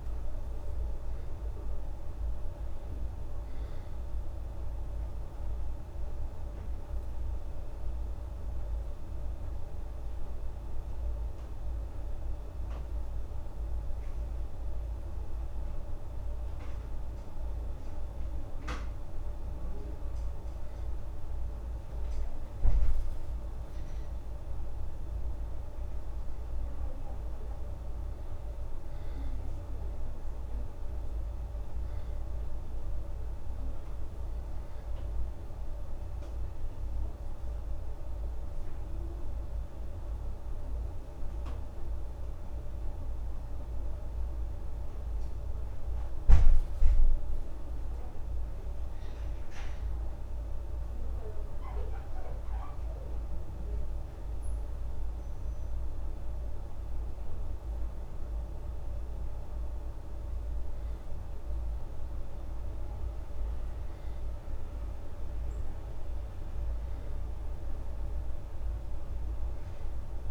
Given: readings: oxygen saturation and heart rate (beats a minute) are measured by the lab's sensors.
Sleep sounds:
breathing in sleep, hard to hear, by a room microphone; none
49.50-70.31 s: new sleep stage, N1 (lightest sleep)
From the record:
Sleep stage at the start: N2 (light sleep); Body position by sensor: on the back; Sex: female

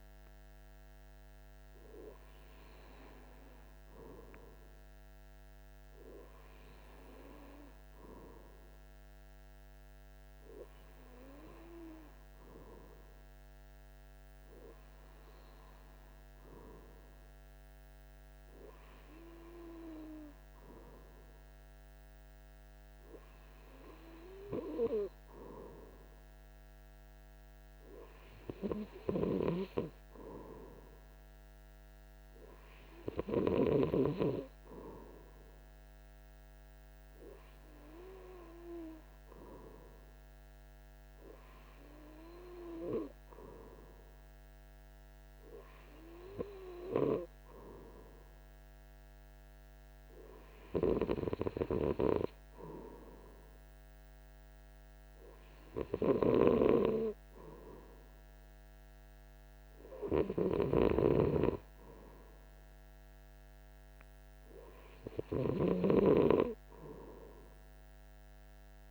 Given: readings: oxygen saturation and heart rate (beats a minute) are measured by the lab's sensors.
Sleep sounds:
breathing in sleep by a microphone on the trachea; none
none scored
From the record:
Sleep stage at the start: N2 (light sleep); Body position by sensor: on the right side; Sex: male

